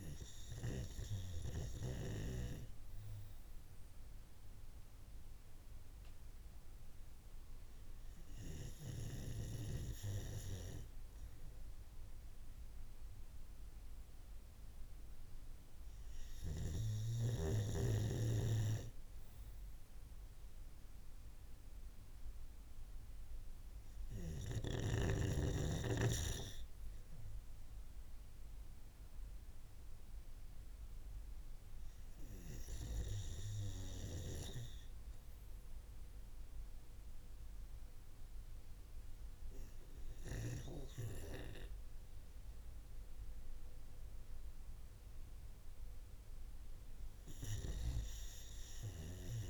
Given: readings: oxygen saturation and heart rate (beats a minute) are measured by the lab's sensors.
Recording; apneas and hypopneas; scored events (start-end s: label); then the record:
breathing in sleep by a room microphone; none
20.00-49.50 s: new sleep stage, REM sleep
From the record:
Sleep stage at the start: N2 (light sleep); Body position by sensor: on the right side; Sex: male